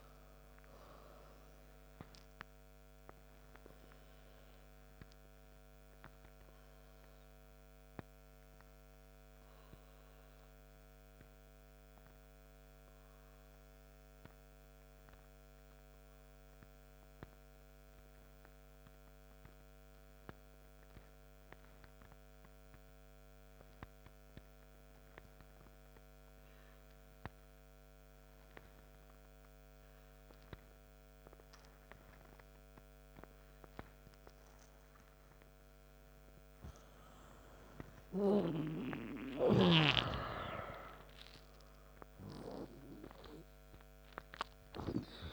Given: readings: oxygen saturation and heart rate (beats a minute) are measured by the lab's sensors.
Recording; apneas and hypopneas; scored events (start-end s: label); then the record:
breathing in sleep by a microphone on the trachea; 1
0.00-1.00 s: arousal
0.00-27.50 s: oxygen desaturation (device-marked, oxygen 86% lowest, heart rate 49 extreme)
4.50-36.00 s: obstructive apnea (oxygen 100% before, 86% lowest, heart rate 62 before, 49 extreme, up 13 after)
41.50-45.33 s: arousal
From the record:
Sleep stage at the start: N2 (light sleep); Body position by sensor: on the right side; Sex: male